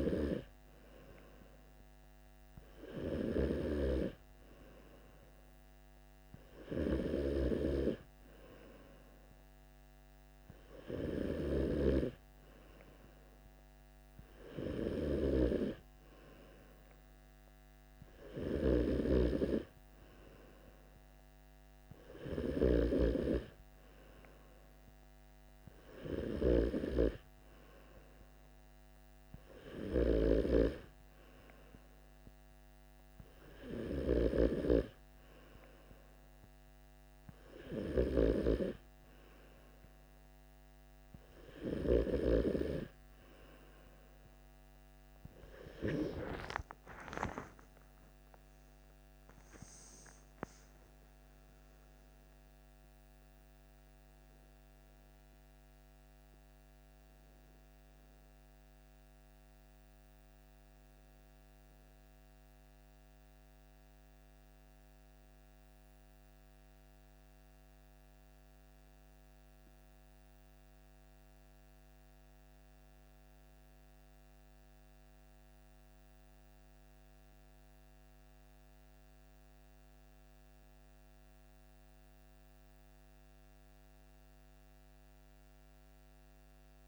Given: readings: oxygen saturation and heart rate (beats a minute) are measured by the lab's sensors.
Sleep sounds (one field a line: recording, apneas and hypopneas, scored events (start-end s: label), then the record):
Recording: breathing in sleep by a microphone on the trachea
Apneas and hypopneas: none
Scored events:
46.50-51.00 s: arousal
From the record:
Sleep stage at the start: N2 (light sleep)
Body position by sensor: on the back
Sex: male